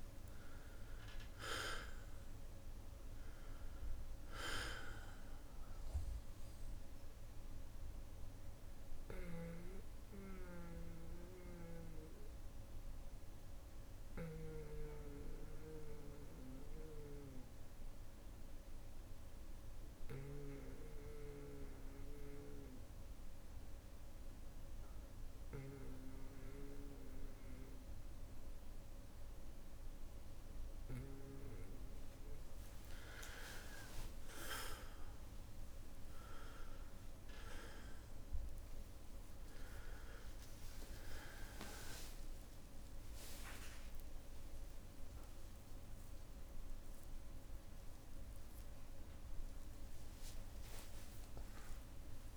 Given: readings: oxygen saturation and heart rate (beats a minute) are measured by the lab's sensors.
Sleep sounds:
a person partly awake in a sleep study, by a room microphone; 1
0.00-2.00 s: arousal
0.00-23.50 s: oxygen desaturation (device-marked, oxygen 91% lowest, heart rate 55 extreme)
8.00-31.50 s: obstructive apnea (oxygen 99% before, 91% lowest, heart rate 66 before, 55 extreme, up 7 after)
8.50-30.50 s: bradycardia (device-marked, heart rate 61 before, 55 extreme)
9.00-14.50 s: snoring (device-marked)
27.50-52.36 s: new sleep stage, awake
39.50-41.50 s: long interval between heartbeats (device-marked, heart rate 58 before, 69 extreme)
41.50-44.50 s: tachycardia (device-marked, heart rate 61 before, 100 extreme)
43.00-45.00 s: long interval between heartbeats (device-marked, heart rate 62 before, 100 extreme)
45.00-47.00 s: long interval between heartbeats (device-marked, heart rate 66 before, 114 extreme)
48.50-50.50 s: long interval between heartbeats (device-marked, heart rate 77 before, 96 extreme)
49.50-52.36 s: tachycardia (device-marked, heart rate 62 before, 176 extreme)
51.00-52.36 s: long interval between heartbeats (device-marked, heart rate 81 before, 95 extreme)
From the record:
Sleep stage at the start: N2 (light sleep); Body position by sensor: on the back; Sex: male

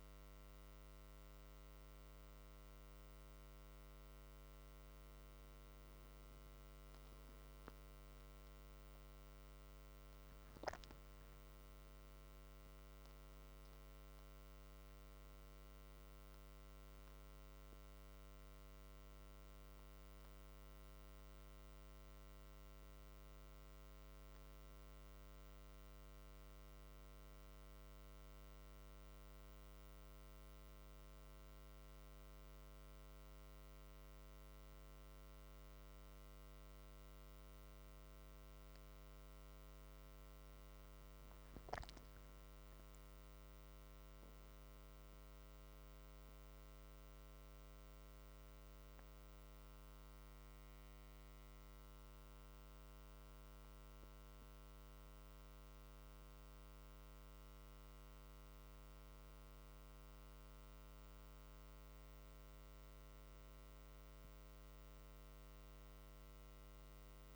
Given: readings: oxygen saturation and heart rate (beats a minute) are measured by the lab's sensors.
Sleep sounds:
a person awake in a sleep study, hard to hear, by a microphone on the trachea; none
53.00-67.36 s: new sleep stage, N1 (lightest sleep)
From the record:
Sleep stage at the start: awake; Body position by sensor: on the back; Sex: male

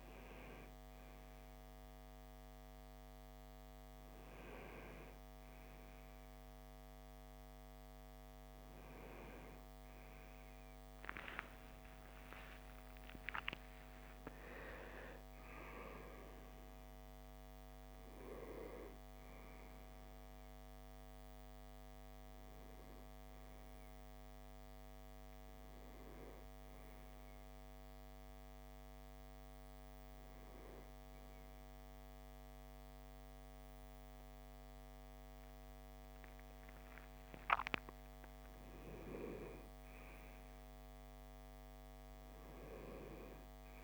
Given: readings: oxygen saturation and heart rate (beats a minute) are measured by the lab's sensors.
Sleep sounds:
a person awake in a sleep study, by a microphone on the trachea; none
none scored
From the record:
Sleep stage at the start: awake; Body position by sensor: on the right side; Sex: male

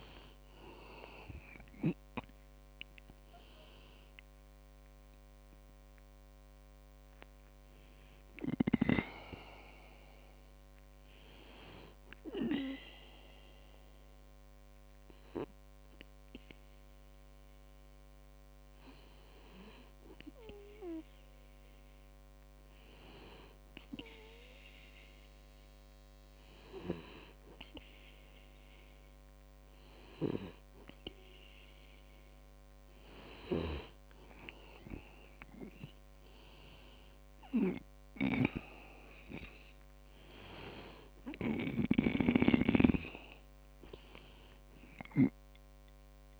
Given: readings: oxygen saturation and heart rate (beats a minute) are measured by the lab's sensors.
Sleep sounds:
breathing in sleep by a microphone on the trachea; 1
1.50-5.00 s: arousal
13.50-25.00 s: hypopnea (oxygen 97% before, 96% lowest, heart rate 52 before, 46 extreme, up 9 after)
28.00-30.50 s: arousal
From the record:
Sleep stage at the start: N2 (light sleep); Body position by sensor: on the back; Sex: male

